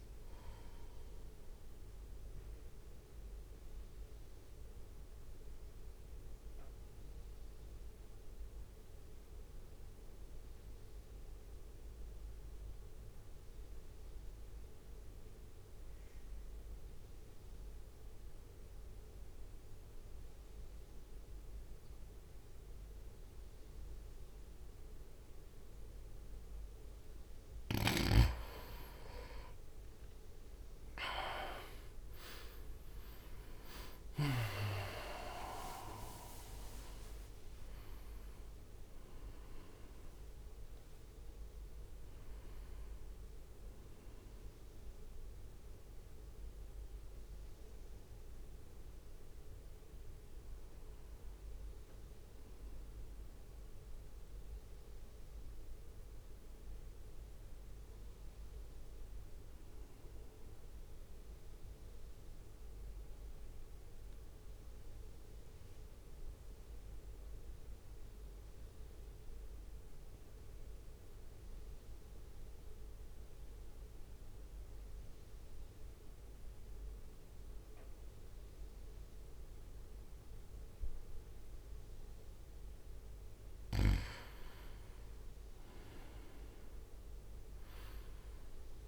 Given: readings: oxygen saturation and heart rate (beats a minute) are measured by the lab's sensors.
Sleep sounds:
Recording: breathing in sleep by a room microphone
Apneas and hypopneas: 2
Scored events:
0.00-12.00 s: oxygen desaturation (device-marked, oxygen 91% lowest, heart rate 58 extreme)
1.50-27.00 s: mixed apnea (oxygen 98% before, 86% lowest, heart rate 66 before, 58 extreme, up 3 after)
23.00-45.00 s: oxygen desaturation (device-marked, oxygen 96% before, 86% lowest, heart rate 61 before, 56 extreme)
27.50-34.00 s: snoring (device-marked)
32.00-36.50 s: arousal
38.00-57.00 s: drop in pulse transit time (device-marked, heart rate 62 before, 58 extreme)
59.50-61.50 s: long interval between heartbeats (device-marked, heart rate 63 before, 66 extreme)
61.50-82.00 s: central apnea (oxygen 90% before, 87% lowest, heart rate 64 before, 58 extreme, up 5 after)
85.00-88.88 s: arousal
85.00-88.88 s: oxygen desaturation (device-marked, oxygen 98% before, 91% lowest, heart rate 61 before, 58 extreme)
From the record:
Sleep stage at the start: N2 (light sleep)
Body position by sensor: on the right side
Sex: male

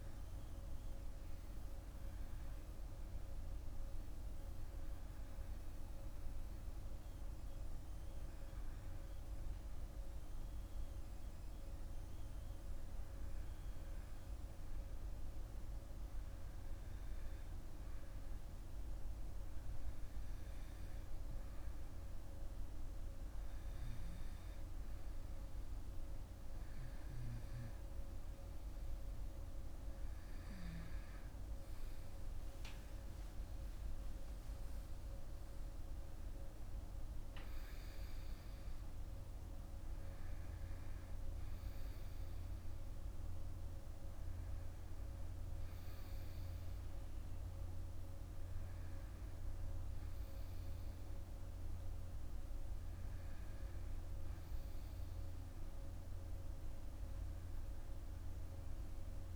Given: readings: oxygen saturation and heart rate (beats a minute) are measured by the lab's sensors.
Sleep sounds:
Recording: breathing in sleep, hard to hear, by a room microphone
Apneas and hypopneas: 1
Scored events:
1.50-25.00 s: hypopnea (oxygen 97% before, 95% lowest, heart rate 57 before, 51 extreme, up 9 after)
30.50-33.50 s: arousal
From the record:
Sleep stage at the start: REM sleep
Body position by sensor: on the back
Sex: male

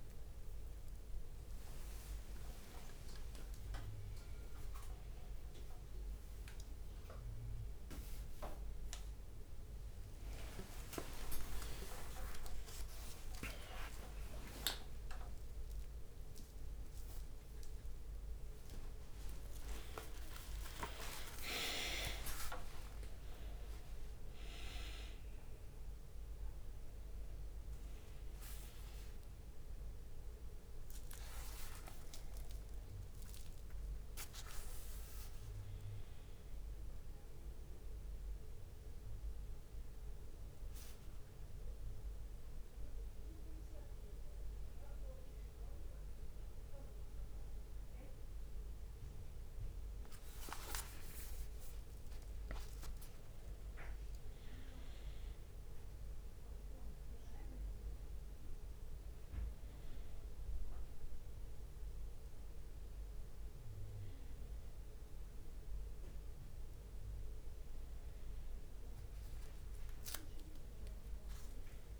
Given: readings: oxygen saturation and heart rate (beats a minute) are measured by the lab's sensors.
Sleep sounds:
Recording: a person awake in a sleep study, by a room microphone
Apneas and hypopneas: none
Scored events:
0.00-33.50 s: bradycardia (device-marked)
3.00-5.00 s: long interval between heartbeats (device-marked)
5.00-7.00 s: long interval between heartbeats (device-marked)
10.50-20.50 s: drop in pulse transit time (device-marked)
12.50-14.50 s: long interval between heartbeats (device-marked)
16.50-18.50 s: long interval between heartbeats (device-marked)
21.50-23.50 s: long interval between heartbeats (device-marked, heart rate 31 before, 36 extreme)
25.50-26.50 s: drop in pulse transit time (device-marked, heart rate 34 before, 36 extreme)
28.50-33.00 s: leg movement (device-marked)
32.00-34.00 s: long interval between heartbeats (device-marked)
34.50-38.50 s: leg movement (device-marked)
40.00-44.00 s: leg movement (device-marked)
45.50-49.50 s: leg movement (device-marked)
50.50-55.00 s: leg movement (device-marked)
55.50-59.50 s: leg movement (device-marked)
61.00-65.00 s: leg movement (device-marked)
66.00-70.00 s: leg movement (device-marked)
70.50-72.00 s: long interval between heartbeats (device-marked, heart rate 65 before, 73 extreme)
71.00-72.00 s: leg movement (device-marked)
From the record:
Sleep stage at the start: awake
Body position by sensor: on the back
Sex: male

